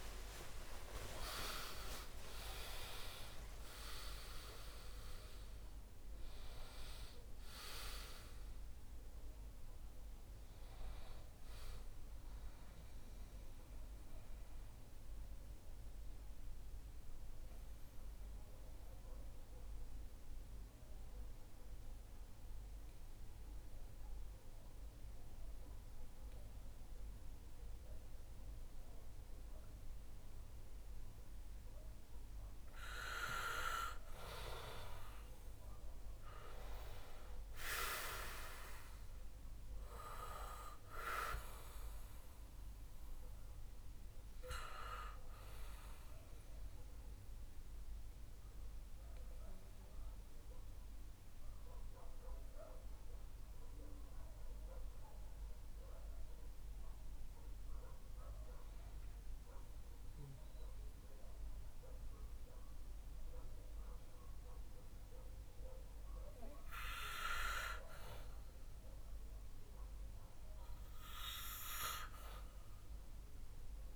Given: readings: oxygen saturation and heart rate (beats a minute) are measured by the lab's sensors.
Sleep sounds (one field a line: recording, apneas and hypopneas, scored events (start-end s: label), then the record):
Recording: breathing in sleep by a room microphone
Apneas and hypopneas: 2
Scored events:
0.00-24.50 s: oxygen desaturation (device-marked, oxygen 83% lowest, heart rate 62 extreme)
13.00-31.00 s: obstructive apnea (oxygen 95% before, 83% lowest, heart rate 137 before, 63 extreme, up 6 after)
33.50-37.50 s: arousal
39.50-56.50 s: oxygen desaturation (device-marked, oxygen 99% before, 93% lowest, heart rate 69 before, 63 extreme)
40.50-73.96 s: new sleep stage, N2 (light sleep)
47.00-65.50 s: mixed apnea (oxygen 99% before, 93% lowest, heart rate 70 before, 63 extreme, up 0 after)
68.00-73.00 s: arousal
From the record:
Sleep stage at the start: N1 (lightest sleep)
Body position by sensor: on the back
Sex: male